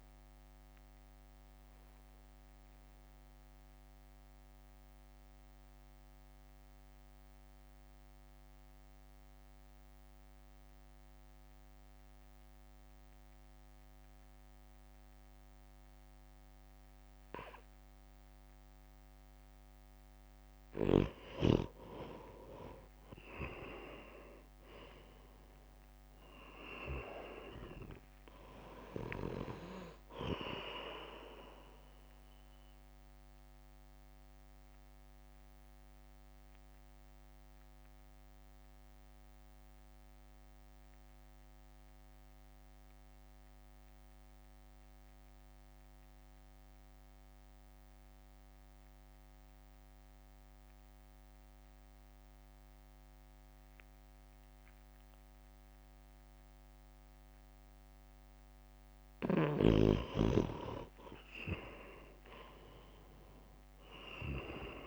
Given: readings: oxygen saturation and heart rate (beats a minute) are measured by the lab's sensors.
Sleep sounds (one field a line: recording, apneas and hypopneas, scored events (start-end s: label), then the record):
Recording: breathing in sleep by a microphone on the trachea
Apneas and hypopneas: 2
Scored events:
0.00-6.50 s: drop in pulse transit time (device-marked, heart rate 61 extreme)
0.00-12.50 s: oxygen desaturation (device-marked, oxygen 89% lowest, heart rate 53 extreme)
1.00-20.50 s: mixed apnea (oxygen 96% before, 89% lowest, heart rate 58 before, 53 extreme, up 3 after)
23.50-35.50 s: drop in pulse transit time (device-marked, heart rate 65 before, 54 extreme)
24.50-36.50 s: oxygen desaturation (device-marked, oxygen 98% before, 92% lowest, heart rate 65 before, 53 extreme)
25.00-29.00 s: arousal
32.50-58.00 s: mixed apnea (oxygen 98% before, 90% lowest, heart rate 65 before, 49 extreme, up 1 after)
41.50-51.50 s: oxygen desaturation (device-marked, oxygen 93% before, 90% lowest, heart rate 59 before, 49 extreme)
60.50-64.00 s: arousal
63.50-64.86 s: drop in pulse transit time (device-marked, heart rate 62 before, 49 extreme)
From the record:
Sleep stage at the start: N2 (light sleep)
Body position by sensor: on the right side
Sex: male